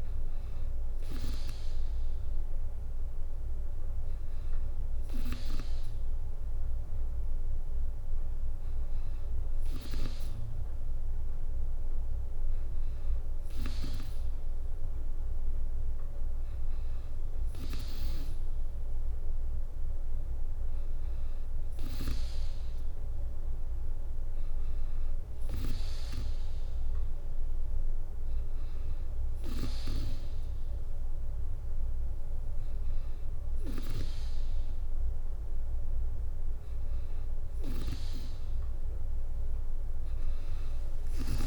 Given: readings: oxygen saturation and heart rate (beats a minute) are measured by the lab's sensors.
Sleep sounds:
breathing in sleep by a room microphone; none
39.50-41.46 s: drop in pulse transit time (device-marked, heart rate 64 before, 63 extreme)
From the record:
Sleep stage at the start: N2 (light sleep); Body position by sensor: on the back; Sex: female

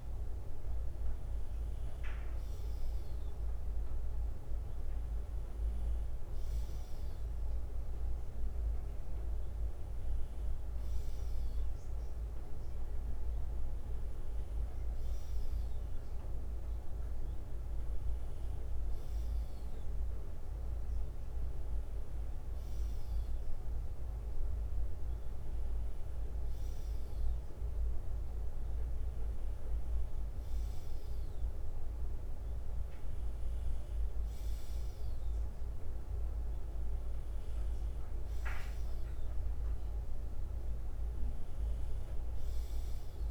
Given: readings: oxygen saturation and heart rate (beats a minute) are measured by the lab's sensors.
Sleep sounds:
breathing in sleep, hard to hear, by a room microphone; none
0.00-3.50 s: bradycardia (device-marked, heart rate 59 extreme)
9.50-11.50 s: bradycardia (device-marked, heart rate 61 before, 60 extreme)
20.50-22.50 s: bradycardia (device-marked, heart rate 61 before, 67 extreme)
From the record:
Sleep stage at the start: N2 (light sleep); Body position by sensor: on the left side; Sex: male

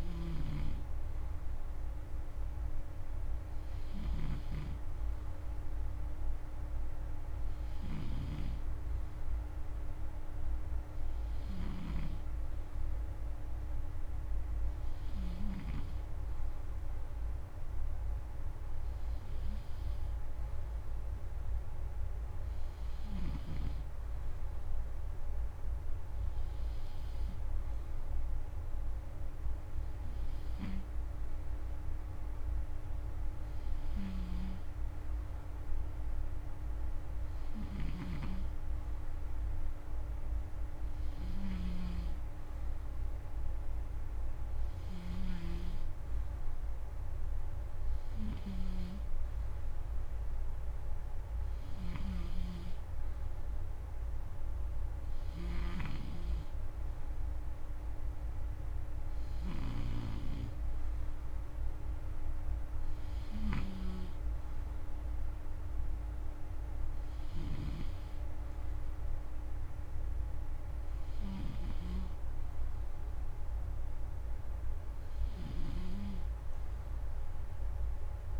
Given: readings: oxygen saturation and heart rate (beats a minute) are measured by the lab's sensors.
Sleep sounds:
breathing in sleep by a room microphone; none
0.00-15.00 s: snoring (device-marked)
33.50-75.50 s: snoring (device-marked)
From the record:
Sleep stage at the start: N2 (light sleep); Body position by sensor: on the front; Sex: male

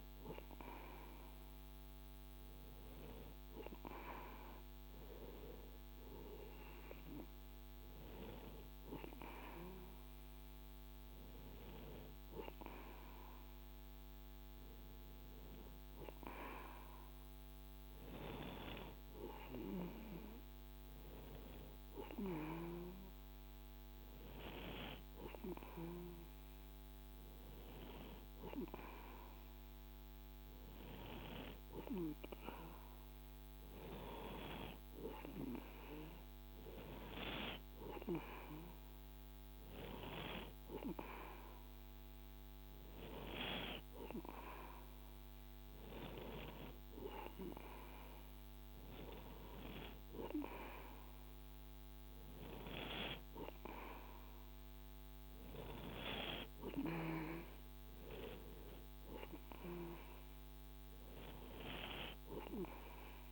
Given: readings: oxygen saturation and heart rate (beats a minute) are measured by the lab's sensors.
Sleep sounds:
breathing in sleep by a microphone on the trachea; none
none scored
From the record:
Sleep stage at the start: N2 (light sleep); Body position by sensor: on the right side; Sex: male

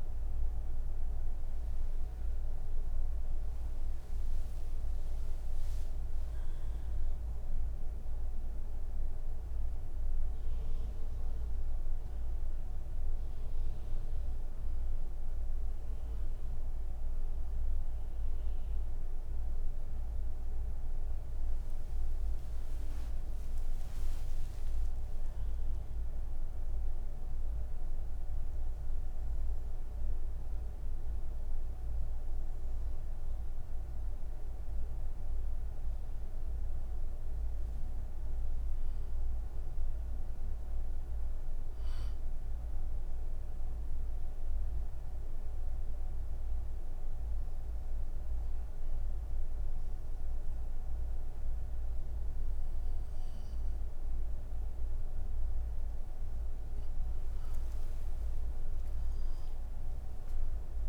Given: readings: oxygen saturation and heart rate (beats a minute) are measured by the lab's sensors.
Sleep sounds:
breathing in sleep, hard to hear, by a room microphone; none
0.00-4.50 s: oxygen desaturation (device-marked, oxygen 93% lowest)
From the record:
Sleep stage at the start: N3 (deep sleep); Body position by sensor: on the back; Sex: female

